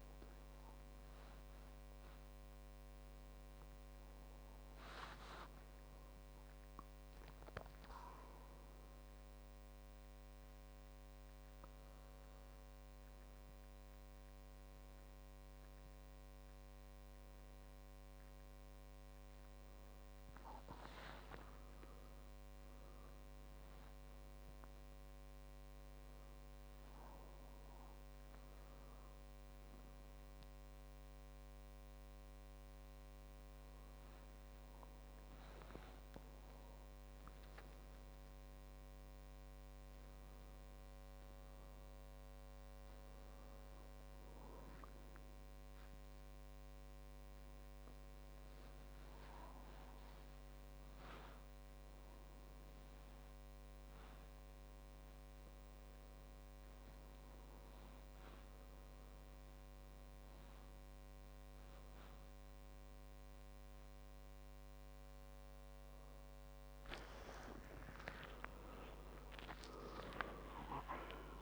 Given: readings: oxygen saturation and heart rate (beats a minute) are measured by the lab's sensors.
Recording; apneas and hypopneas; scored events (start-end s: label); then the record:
a person awake in a sleep study, by a microphone on the trachea; none
10.00-12.00 s: long interval between heartbeats (device-marked)
22.50-24.50 s: long interval between heartbeats (device-marked)
52.00-54.00 s: long interval between heartbeats (device-marked)
61.00-63.00 s: long interval between heartbeats (device-marked)
68.50-70.50 s: long interval between heartbeats (device-marked)
From the record:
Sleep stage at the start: awake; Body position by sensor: on the back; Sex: male